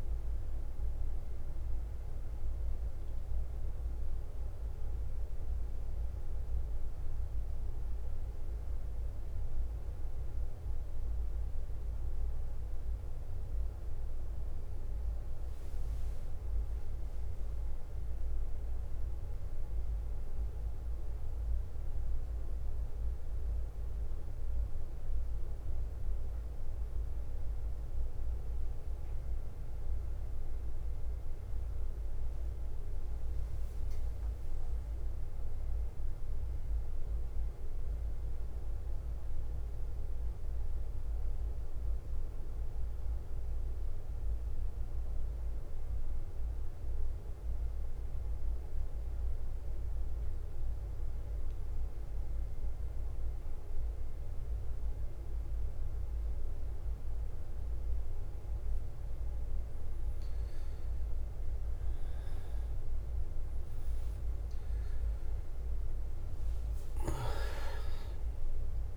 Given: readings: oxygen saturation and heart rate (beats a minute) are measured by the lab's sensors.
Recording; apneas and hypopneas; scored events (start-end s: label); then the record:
breathing in sleep, hard to hear, by a room microphone; 2
0.00-68.97 s: bradycardia (device-marked, heart rate 44 extreme)
16.00-19.00 s: arousal
21.50-32.00 s: obstructive apnea (oxygen 98% before, 93% lowest, heart rate 49 before, 48 extreme, up 2 after)
35.00-38.50 s: arousal
44.00-59.50 s: mixed apnea (oxygen 99% before, 93% lowest, heart rate 50 before, 47 extreme, up 4 after)
62.00-66.00 s: arousal
65.00-68.97 s: oxygen desaturation (device-marked, oxygen 97% before, 93% lowest, heart rate 49 before, 47 extreme)
From the record:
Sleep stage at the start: N2 (light sleep); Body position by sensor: on the back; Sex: male